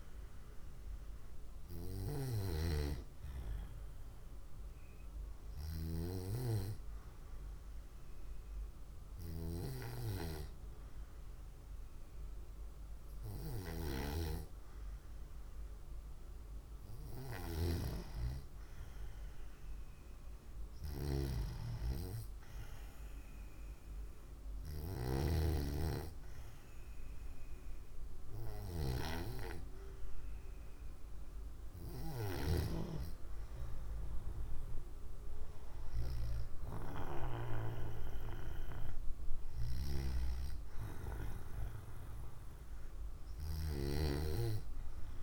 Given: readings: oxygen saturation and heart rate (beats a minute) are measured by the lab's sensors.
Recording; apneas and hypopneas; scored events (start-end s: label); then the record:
breathing in sleep by a room microphone; none
none scored
From the record:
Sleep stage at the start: N2 (light sleep); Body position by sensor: on the right side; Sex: female